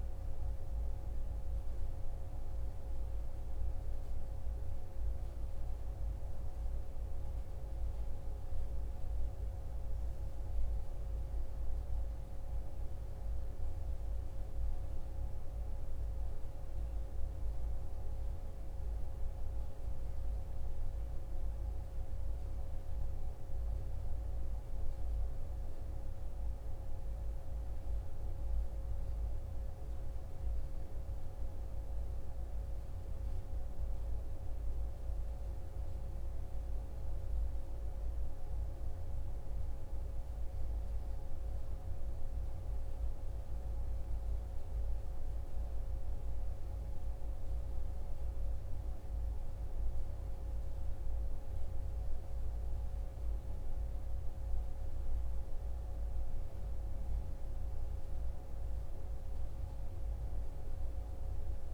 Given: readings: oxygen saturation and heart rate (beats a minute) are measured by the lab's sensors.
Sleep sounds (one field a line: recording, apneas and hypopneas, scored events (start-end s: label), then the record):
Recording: a person awake in a sleep study, hard to hear, by a room microphone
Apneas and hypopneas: none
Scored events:
none scored
From the record:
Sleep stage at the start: awake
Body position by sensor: on the right side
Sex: male